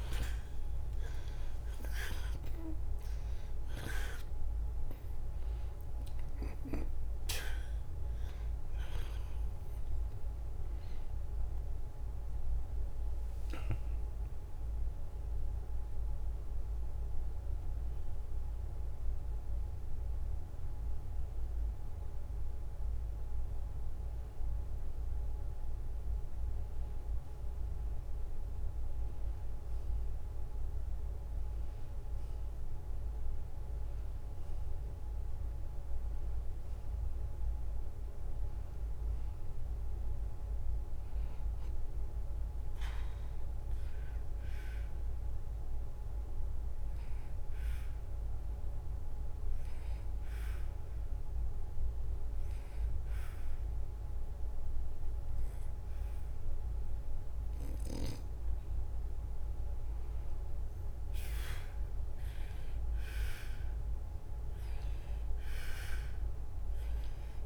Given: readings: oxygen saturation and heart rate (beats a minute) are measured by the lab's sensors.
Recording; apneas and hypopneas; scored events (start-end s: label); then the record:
a person partly awake in a sleep study, by a room microphone; 1
0.00-32.00 s: oxygen desaturation (device-marked, oxygen 88% lowest, heart rate 70 extreme)
2.00-22.00 s: drop in pulse transit time (device-marked, heart rate 70 before, 72 extreme)
26.00-67.46 s: new sleep stage, N1 (lightest sleep)
43.50-58.50 s: obstructive apnea (oxygen 96% before, 90% lowest, heart rate 74 before, 70 extreme, up 2 after)
62.00-67.00 s: arousal
66.00-67.46 s: oxygen desaturation (device-marked, oxygen 94% before, 90% lowest, heart rate 71 before, 71 extreme)
From the record:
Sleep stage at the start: awake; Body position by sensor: on the back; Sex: male